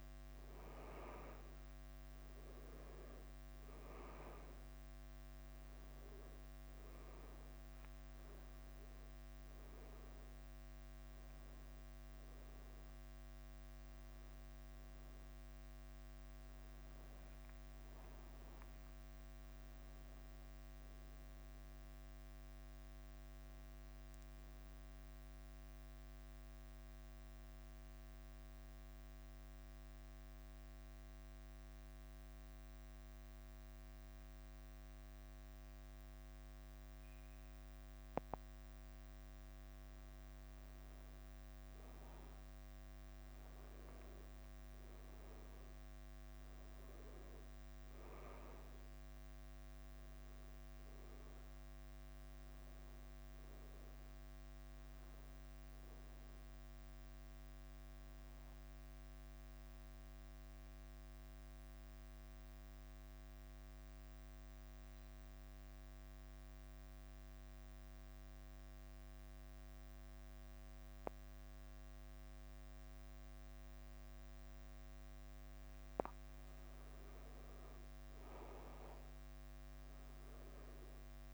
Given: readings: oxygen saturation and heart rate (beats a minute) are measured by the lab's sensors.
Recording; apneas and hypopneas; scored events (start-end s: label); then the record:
breathing in sleep, hard to hear, by a microphone on the trachea; 2
0.00-2.50 s: arousal
0.00-81.34 s: bradycardia (device-marked, heart rate 44 extreme)
17.50-38.50 s: oxygen desaturation (device-marked, oxygen 97% before, 94% lowest, heart rate 55 before, 51 extreme)
28.00-41.00 s: central apnea (oxygen 99% before, 94% lowest, heart rate 54 before, 51 extreme, up 4 after)
44.00-47.50 s: arousal
58.50-77.00 s: mixed apnea (oxygen 99% before, 95% lowest, heart rate 54 before, 49 extreme, up 5 after)
79.00-81.34 s: arousal
From the record:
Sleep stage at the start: N2 (light sleep); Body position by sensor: on the back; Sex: male